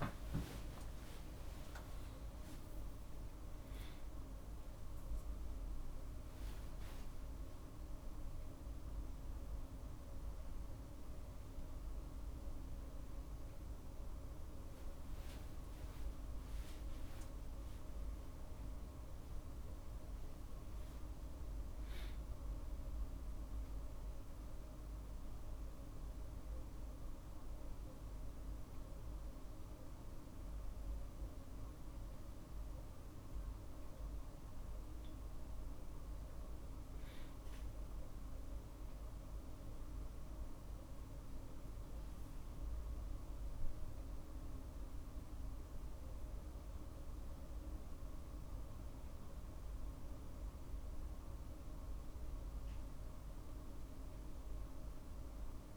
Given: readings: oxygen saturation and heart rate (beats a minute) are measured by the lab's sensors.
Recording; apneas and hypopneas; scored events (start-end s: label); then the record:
a person awake in a sleep study, hard to hear, by a room microphone; none
0.00-1.00 s: long interval between heartbeats (device-marked, heart rate 81 extreme)
0.00-12.50 s: drop in pulse transit time (device-marked, heart rate 57 extreme)
1.00-3.00 s: long interval between heartbeats (device-marked, heart rate 97 before, 104 extreme)
From the record:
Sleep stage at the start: awake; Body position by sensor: on the right side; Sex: male